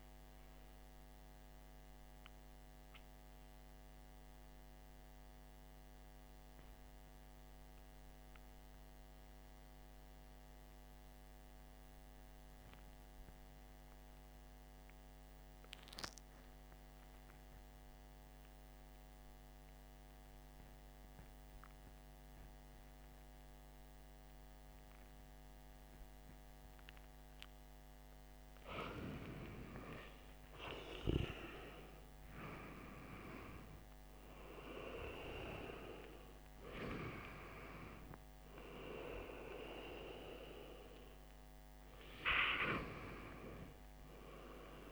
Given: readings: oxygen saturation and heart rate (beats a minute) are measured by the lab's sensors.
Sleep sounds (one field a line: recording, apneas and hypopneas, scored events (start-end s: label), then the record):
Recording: breathing in sleep by a microphone on the trachea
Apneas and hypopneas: 1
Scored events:
2.00-25.50 s: obstructive apnea (oxygen 97% before, 94% lowest, heart rate 57 before, 48 extreme, up 8 after)
31.50-36.50 s: arousal
From the record:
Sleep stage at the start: REM sleep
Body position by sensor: on the back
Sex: male